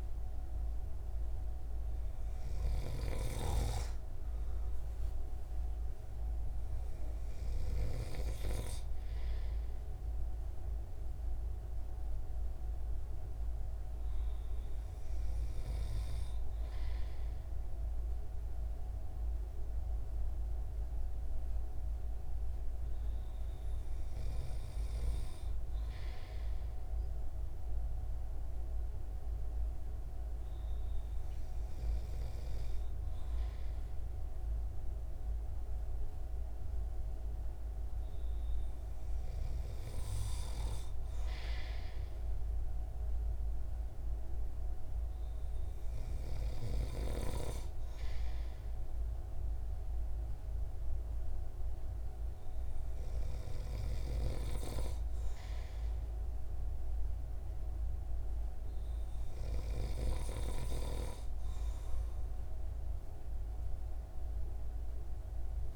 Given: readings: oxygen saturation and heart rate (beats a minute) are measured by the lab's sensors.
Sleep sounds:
breathing in sleep by a room microphone; none
0.00-3.50 s: snoring (device-marked)
From the record:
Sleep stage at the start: N2 (light sleep); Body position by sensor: on the right side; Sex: male

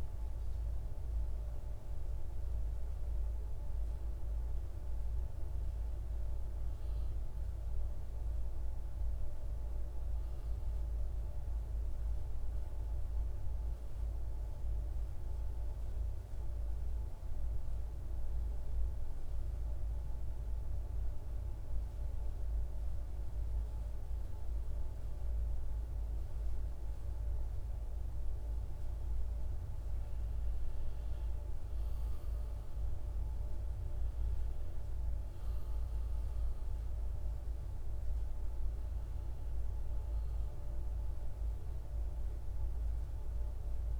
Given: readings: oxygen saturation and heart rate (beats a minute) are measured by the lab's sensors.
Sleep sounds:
breathing in sleep, hard to hear, by a room microphone; 1
13.50-24.50 s: oxygen desaturation (device-marked, oxygen 99% before, 95% lowest, heart rate 56 before, 57 extreme)
16.50-27.50 s: obstructive apnea (oxygen 99% before, 91% lowest, heart rate 54 before, 57 extreme, up 7 after)
16.50-44.00 s: new sleep stage, N2 (light sleep)
30.50-34.50 s: arousal
33.50-44.00 s: oxygen desaturation (device-marked, oxygen 96% before, 91% lowest, heart rate 59 before, 55 extreme)
From the record:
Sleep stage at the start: N1 (lightest sleep); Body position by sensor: on the right side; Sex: male

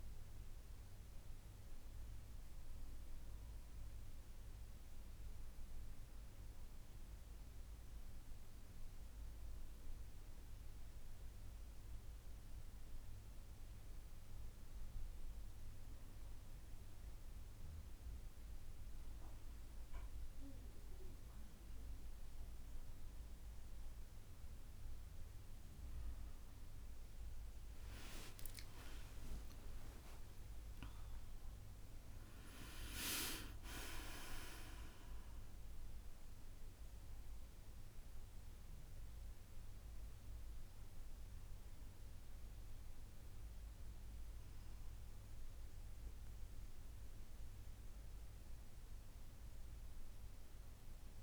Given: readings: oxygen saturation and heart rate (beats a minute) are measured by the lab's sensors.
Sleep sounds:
breathing in sleep by a room microphone; none
27.50-31.50 s: arousal
From the record:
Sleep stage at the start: N1 (lightest sleep); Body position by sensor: on the back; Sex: female

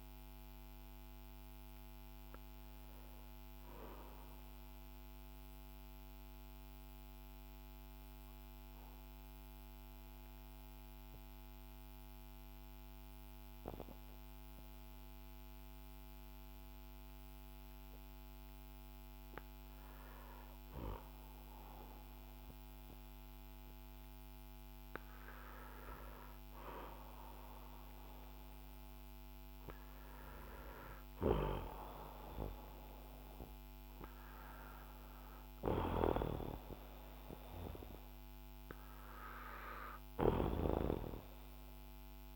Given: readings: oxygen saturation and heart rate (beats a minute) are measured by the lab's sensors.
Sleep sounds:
breathing in sleep by a microphone on the trachea; 1
0.00-16.50 s: oxygen desaturation (device-marked, oxygen 88% lowest, heart rate 47 extreme)
4.50-21.00 s: mixed apnea (oxygen 95% before, 88% lowest, heart rate 60 before, 47 extreme, up 12 after)
24.50-29.00 s: arousal
From the record:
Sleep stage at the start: N2 (light sleep); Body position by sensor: on the back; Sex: male

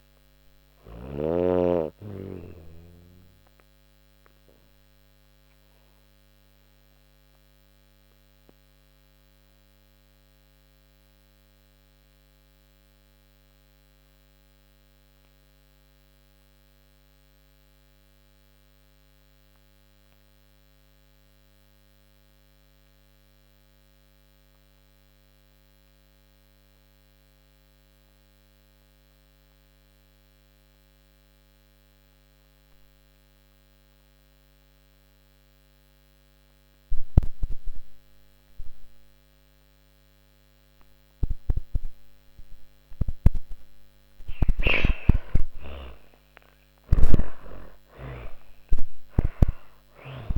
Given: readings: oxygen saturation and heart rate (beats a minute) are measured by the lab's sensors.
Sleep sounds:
breathing in sleep by a microphone on the trachea; 1
0.00-21.50 s: oxygen desaturation (device-marked, oxygen 82% lowest)
2.50-42.00 s: obstructive apnea (oxygen 98% before, 80% lowest)
39.50-50.38 s: oxygen desaturation (device-marked, oxygen 97% before, 80% lowest)
44.00-49.50 s: arousal
From the record:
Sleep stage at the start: N2 (light sleep); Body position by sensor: on the back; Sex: female

